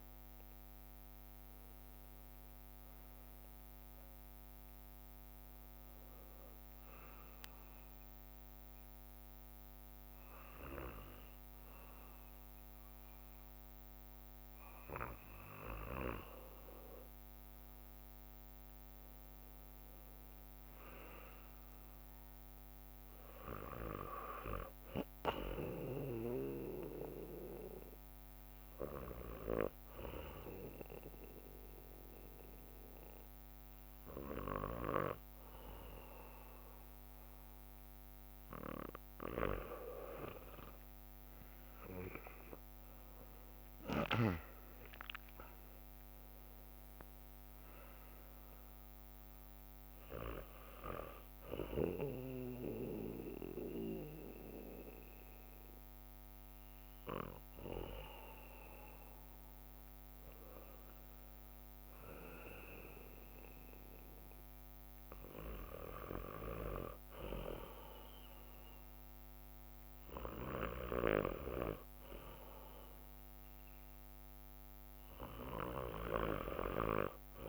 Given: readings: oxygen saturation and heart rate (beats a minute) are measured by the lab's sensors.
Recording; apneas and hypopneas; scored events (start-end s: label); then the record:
breathing in sleep by a microphone on the trachea; 3
0.00-2.00 s: arousal
0.00-2.00 s: leg movement (device-marked)
4.50-16.50 s: bradycardia (device-marked, heart rate 61 before, 56 extreme)
7.50-18.00 s: hypopnea (oxygen 97% before, 93% lowest, heart rate 60 before, 56 extreme, up 6 after)
17.00-18.50 s: leg movement (device-marked)
18.50-20.00 s: leg movement (device-marked)
19.00-23.00 s: arousal
25.50-27.50 s: bradycardia (device-marked, heart rate 61 before, 61 extreme)
27.50-38.00 s: hypopnea (oxygen 97% before, 93% lowest, heart rate 59 before, 58 extreme, up 6 after)
28.50-32.50 s: bradycardia (device-marked, heart rate 61 before, 59 extreme)
30.50-42.50 s: drop in pulse transit time (device-marked, heart rate 59 before, 59 extreme)
34.50-38.50 s: bradycardia (device-marked, heart rate 61 before, 59 extreme)
40.00-44.00 s: leg movement (device-marked)
41.00-45.00 s: arousal
43.50-59.50 s: oxygen desaturation (device-marked, oxygen 96% before, 93% lowest, heart rate 60 before, 58 extreme)
51.50-58.50 s: bradycardia (device-marked, heart rate 61 before, 58 extreme)
53.50-64.50 s: hypopnea (oxygen 96% before, 93% lowest, heart rate 62 before, 58 extreme, up 3 after)
57.50-77.49 s: drop in pulse transit time (device-marked, heart rate 62 before, 58 extreme)
59.00-65.00 s: leg movement (device-marked)
66.50-69.50 s: bradycardia (device-marked, heart rate 61 before, 60 extreme)
67.00-70.50 s: arousal
70.50-74.50 s: bradycardia (device-marked, heart rate 61 before, 59 extreme)
From the record:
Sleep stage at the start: N2 (light sleep); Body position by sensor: on the back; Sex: male